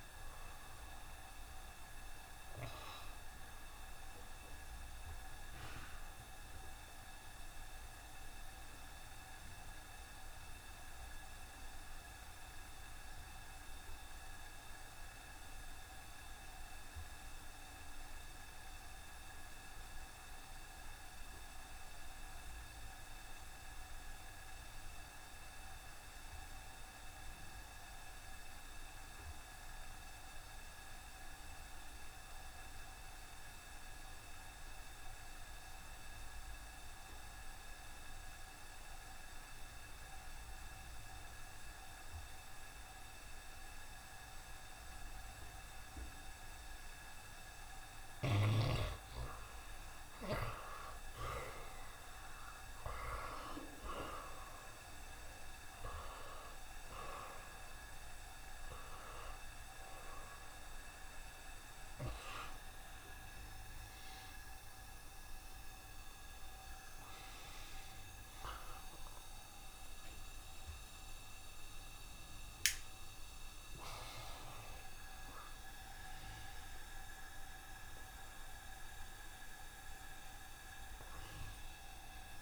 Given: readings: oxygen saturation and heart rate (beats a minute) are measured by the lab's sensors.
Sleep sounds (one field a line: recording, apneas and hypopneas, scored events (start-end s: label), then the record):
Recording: breathing in sleep by a room microphone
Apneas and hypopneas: 1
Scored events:
0.00-15.50 s: oxygen desaturation (device-marked, oxygen 86% lowest, heart rate 68 extreme)
2.50-62.50 s: new sleep stage, N2 (light sleep)
4.00-46.50 s: obstructive apnea (oxygen 96% before, 80% lowest, heart rate 71 before, 68 extreme, up 3 after)
30.50-82.42 s: oxygen desaturation (device-marked, oxygen 94% before, 80% lowest, heart rate 69 before, 70 extreme)
61.50-77.50 s: tachycardia (device-marked, heart rate 71 before, 127 extreme)
62.00-64.00 s: long interval between heartbeats (device-marked, heart rate 72 before, 81 extreme)
62.50-82.42 s: new sleep stage, awake
65.50-67.50 s: long interval between heartbeats (device-marked, heart rate 77 before, 116 extreme)
69.00-71.00 s: long interval between heartbeats (device-marked, heart rate 85 before, 110 extreme)
71.00-73.00 s: long interval between heartbeats (device-marked, heart rate 89 before, 119 extreme)
74.50-76.50 s: long interval between heartbeats (device-marked, heart rate 97 before, 120 extreme)
77.50-79.50 s: long interval between heartbeats (device-marked, heart rate 104 before, 120 extreme)
80.50-82.42 s: tachycardia (device-marked, heart rate 72 before, 138 extreme)
From the record:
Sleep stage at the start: N1 (lightest sleep)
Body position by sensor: on the right side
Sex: male